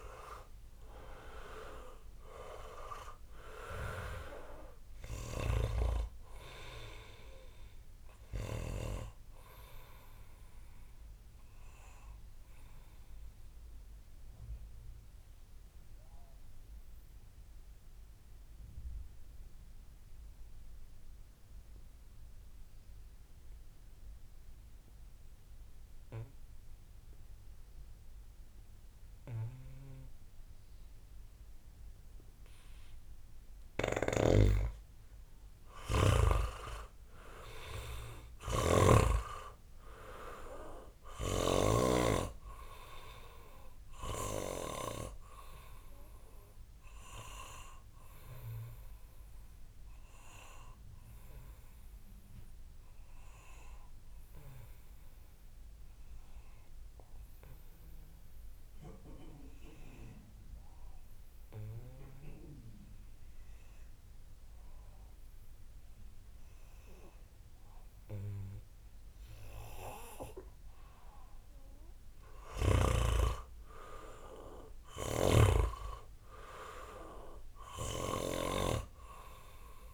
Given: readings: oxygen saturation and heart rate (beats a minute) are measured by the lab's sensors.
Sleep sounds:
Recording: breathing in sleep by a room microphone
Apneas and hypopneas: 2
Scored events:
0.00-5.50 s: snoring (device-marked)
0.50-26.50 s: oxygen desaturation (device-marked, oxygen 99% before, 86% lowest, heart rate 60 before, 57 extreme)
11.50-32.50 s: obstructive apnea (oxygen 99% before, 86% lowest, heart rate 65 before, 60 extreme, up 6 after)
33.50-41.50 s: snoring (device-marked)
37.50-40.50 s: arousal
39.50-63.50 s: oxygen desaturation (device-marked, oxygen 99% before, 86% lowest, heart rate 65 before, 61 extreme)
46.00-69.50 s: obstructive apnea (oxygen 99% before, 86% lowest, heart rate 68 before, 61 extreme, up 8 after)
72.00-75.00 s: arousal
72.00-75.50 s: snoring (device-marked)
77.50-79.94 s: oxygen desaturation (device-marked, oxygen 98% before, 88% lowest, heart rate 65 before, 61 extreme)
77.50-79.94 s: snoring (device-marked)
From the record:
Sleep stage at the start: N2 (light sleep)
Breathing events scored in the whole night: 176 in 3.6 hours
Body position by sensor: on the back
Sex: male

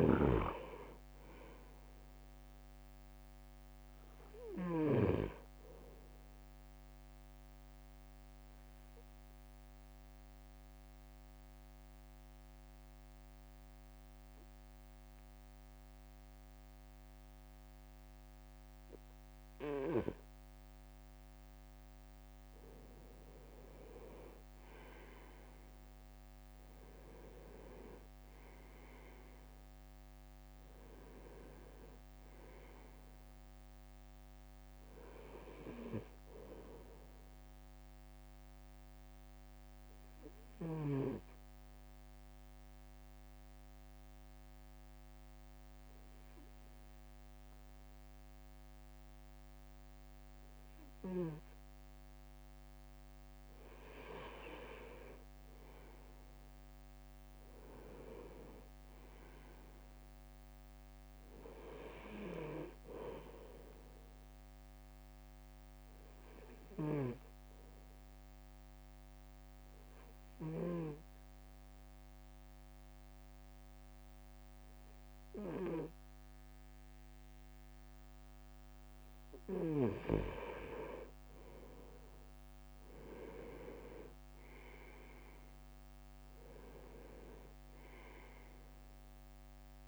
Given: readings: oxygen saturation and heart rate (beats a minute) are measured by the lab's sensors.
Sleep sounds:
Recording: breathing in sleep by a microphone on the trachea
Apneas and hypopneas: 3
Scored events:
0.00-3.50 s: drop in pulse transit time (device-marked, heart rate 53 extreme)
0.00-5.50 s: snoring (device-marked)
8.50-22.50 s: obstructive apnea (oxygen 98% before, 96% lowest, heart rate 56 before, 51 extreme, up 4 after)
23.50-26.00 s: leg movement (device-marked)
24.50-37.50 s: drop in pulse transit time (device-marked, heart rate 54 before, 52 extreme)
25.50-28.50 s: arousal
39.50-53.00 s: obstructive apnea (oxygen 98% before, 96% lowest, heart rate 54 before, 50 extreme, up 6 after)
55.50-59.00 s: arousal
55.50-67.50 s: drop in pulse transit time (device-marked, heart rate 55 before, 50 extreme)
68.00-80.00 s: obstructive apnea (oxygen 98% before, 96% lowest, heart rate 56 before, 52 extreme, up 7 after)
81.00-85.00 s: leg movement (device-marked)
81.50-85.50 s: arousal
82.50-89.88 s: drop in pulse transit time (device-marked, heart rate 53 before, 53 extreme)
From the record:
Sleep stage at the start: N2 (light sleep)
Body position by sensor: on the right side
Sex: male

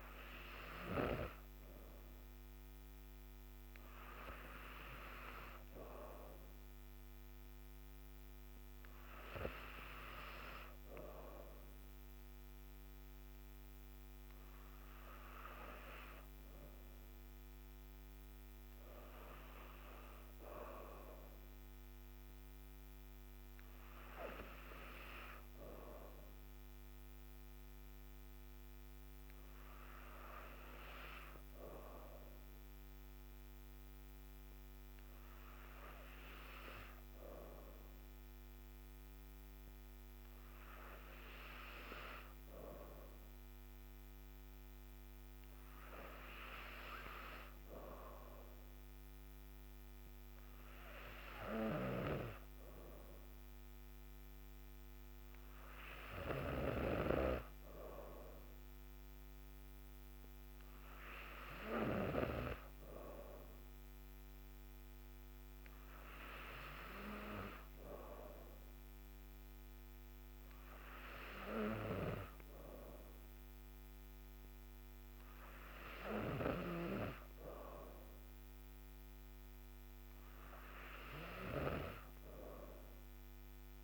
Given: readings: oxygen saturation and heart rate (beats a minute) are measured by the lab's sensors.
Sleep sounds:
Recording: breathing in sleep by a microphone on the trachea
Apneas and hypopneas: none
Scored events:
27.00-83.84 s: new sleep stage, N2 (light sleep)
From the record:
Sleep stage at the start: N3 (deep sleep)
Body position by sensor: on the back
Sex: female

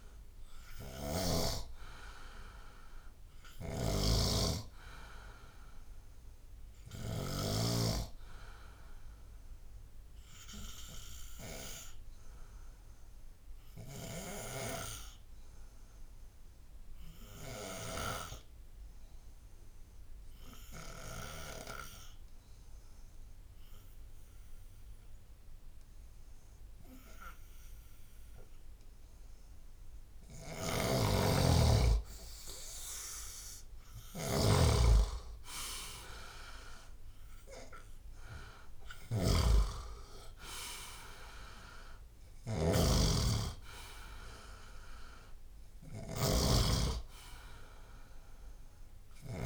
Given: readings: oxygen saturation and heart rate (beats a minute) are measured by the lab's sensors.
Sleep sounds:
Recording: breathing in sleep by a room microphone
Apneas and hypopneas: 1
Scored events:
0.00-1.50 s: snoring (device-marked)
0.00-17.00 s: oxygen desaturation (device-marked, oxygen 91% lowest, heart rate 56 extreme)
3.50-7.50 s: snoring (device-marked)
9.50-29.50 s: obstructive apnea (oxygen 96% before, 87% lowest, heart rate 79 before, 56 extreme, up 16 after)
30.50-49.45 s: snoring (device-marked)
31.50-34.00 s: arousal
32.00-49.45 s: oxygen desaturation (device-marked, oxygen 98% before, 87% lowest, heart rate 71 before, 59 extreme)
From the record:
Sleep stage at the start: N2 (light sleep)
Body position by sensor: on the left side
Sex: male

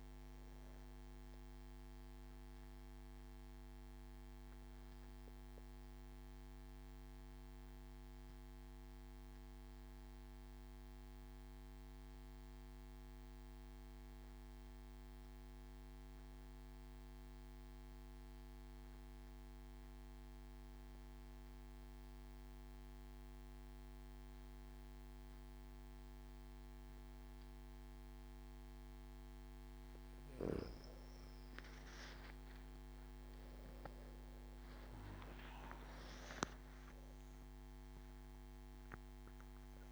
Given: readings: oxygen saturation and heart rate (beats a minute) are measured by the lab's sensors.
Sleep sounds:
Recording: breathing in sleep, hard to hear, by a microphone on the trachea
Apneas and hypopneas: 1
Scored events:
3.00-28.50 s: obstructive apnea (oxygen 97% before, 93% lowest)
32.00-35.00 s: arousal
34.00-39.92 s: oxygen desaturation (device-marked, oxygen 97% before, 93% lowest)
From the record:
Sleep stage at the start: N2 (light sleep)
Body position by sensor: on the back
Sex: male

